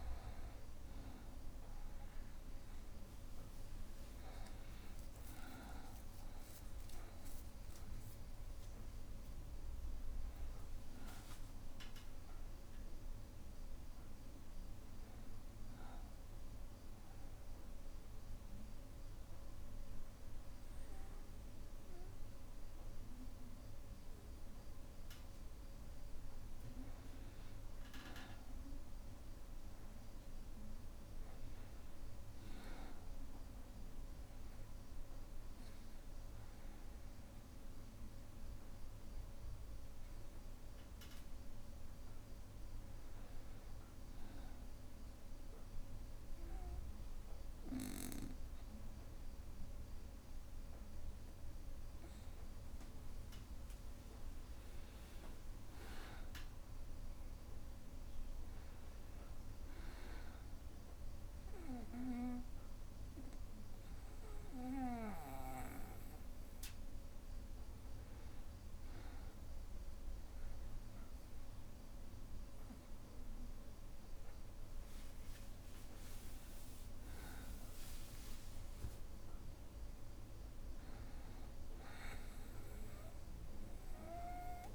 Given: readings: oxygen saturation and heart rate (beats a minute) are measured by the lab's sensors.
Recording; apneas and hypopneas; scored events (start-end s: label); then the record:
breathing in sleep by a room microphone; 2
5.00-9.50 s: arousal
15.00-25.50 s: obstructive apnea (oxygen 97% before, 95% lowest, heart rate 65 before, 61 extreme, up 2 after)
28.50-32.00 s: arousal
44.50-54.50 s: obstructive apnea (oxygen 98% before, 93% lowest, heart rate 62 before, 61 extreme, up 2 after)
57.00-60.50 s: arousal
From the record:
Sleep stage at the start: N2 (light sleep); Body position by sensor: on the back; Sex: male